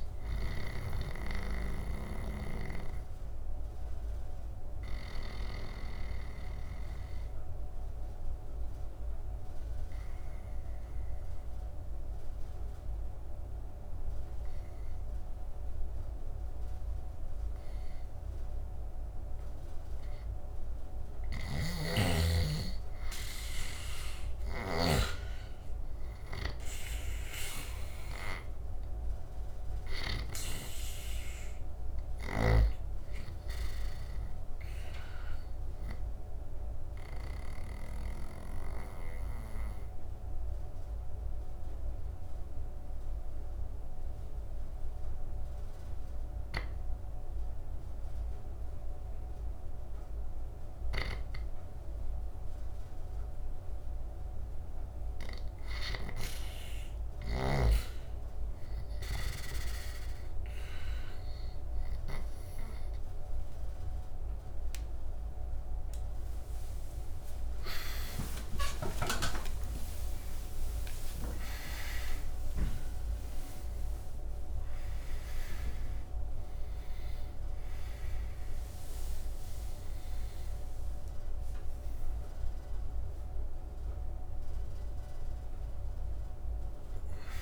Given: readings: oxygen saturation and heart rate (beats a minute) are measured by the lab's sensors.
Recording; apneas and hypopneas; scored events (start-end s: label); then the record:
breathing in sleep by a room microphone; 2
0.00-14.00 s: oxygen desaturation (device-marked, oxygen 87% lowest, heart rate 74 extreme)
1.00-5.00 s: snoring (device-marked)
2.00-20.50 s: obstructive apnea (oxygen 99% before, 86% lowest, heart rate 74 before, 72 extreme, up 9 after)
20.00-51.00 s: oxygen desaturation (device-marked, oxygen 98% before, 86% lowest, heart rate 77 before, 71 extreme)
21.00-30.00 s: snoring (device-marked)
22.50-26.50 s: arousal
32.00-37.50 s: snoring (device-marked)
36.00-55.00 s: obstructive apnea (oxygen 98% before, 86% lowest, heart rate 79 before, 71 extreme, up 9 after)
50.50-59.00 s: snoring (device-marked)
63.50-68.50 s: arousal
69.50-71.50 s: long interval between heartbeats (device-marked, heart rate 79 before, 123 extreme)
74.50-76.50 s: long interval between heartbeats (device-marked, heart rate 93 before, 107 extreme)
82.50-86.50 s: arousal
From the record:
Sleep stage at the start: N2 (light sleep); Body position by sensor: on the right side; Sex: male